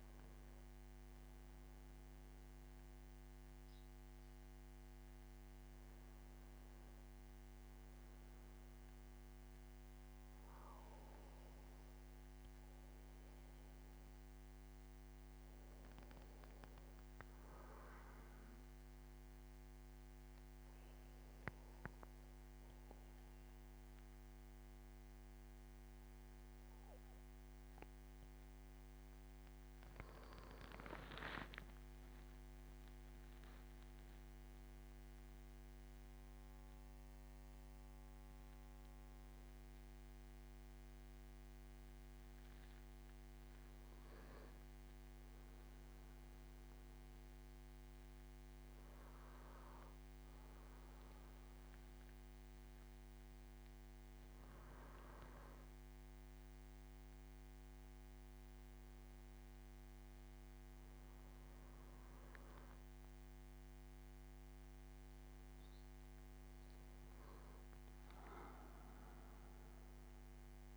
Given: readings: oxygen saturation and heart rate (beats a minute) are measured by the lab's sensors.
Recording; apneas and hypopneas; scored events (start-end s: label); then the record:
breathing in sleep, hard to hear, by a microphone on the trachea; 1
18.50-28.50 s: obstructive apnea (oxygen 97% before, 94% lowest, heart rate 79 before, 72 extreme, up 12 after)
32.00-36.50 s: arousal
From the record:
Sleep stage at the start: N2 (light sleep); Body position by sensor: on the back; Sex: male